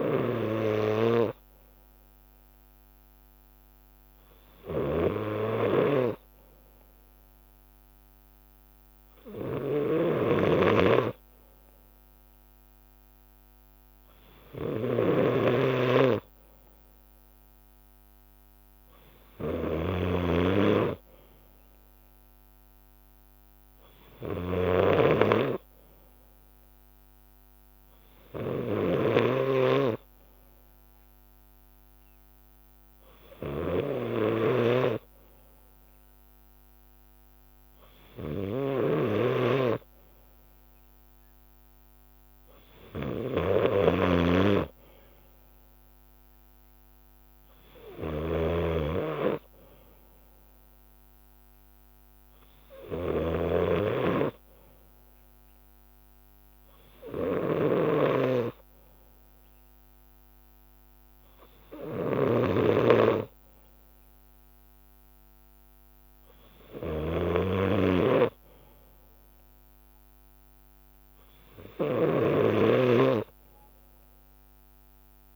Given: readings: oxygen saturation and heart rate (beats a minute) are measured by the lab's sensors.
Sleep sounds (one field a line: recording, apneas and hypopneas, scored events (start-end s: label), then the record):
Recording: breathing in sleep by a microphone on the trachea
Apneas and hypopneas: none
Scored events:
2.00-15.00 s: drop in pulse transit time (device-marked, heart rate 60 before, 60 extreme)
10.00-20.00 s: snoring (device-marked)
36.50-39.50 s: leg movement (device-marked)
39.00-53.50 s: snoring (device-marked)
61.00-62.00 s: leg movement (device-marked)
62.00-75.36 s: snoring (device-marked)
66.50-68.00 s: leg movement (device-marked)
70.50-75.36 s: leg movement (device-marked)
From the record:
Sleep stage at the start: N2 (light sleep)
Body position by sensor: on the left side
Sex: male